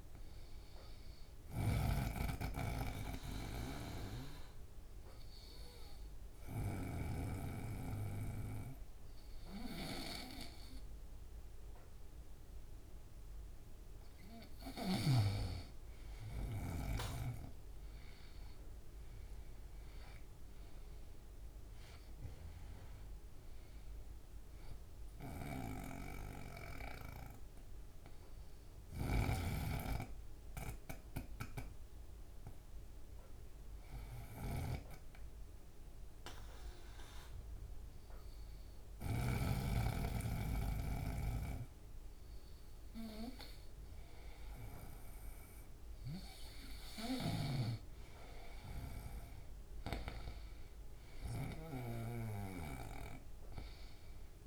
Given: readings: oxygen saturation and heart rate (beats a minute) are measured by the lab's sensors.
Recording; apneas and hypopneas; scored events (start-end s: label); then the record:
breathing in sleep by a room microphone; 2
2.00-13.50 s: obstructive apnea (oxygen 97% before, 91% lowest, heart rate 122 before, 33 extreme, up 23 after)
10.00-20.00 s: bradycardia (device-marked, heart rate 118 before, 33 extreme)
16.50-21.00 s: arousal
24.00-44.00 s: oxygen desaturation (device-marked, oxygen 96% before, 91% lowest, heart rate 65 before, 55 extreme)
27.00-44.00 s: hypopnea (oxygen 97% before, 91% lowest, heart rate 63 before, 55 extreme, up 0 after)
29.00-39.50 s: snoring (device-marked)
42.00-44.00 s: bradycardia (device-marked, heart rate 116 before, 79 extreme)
47.00-54.47 s: snoring (device-marked)
47.50-51.50 s: arousal
From the record:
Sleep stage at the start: N2 (light sleep); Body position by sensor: on the right side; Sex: male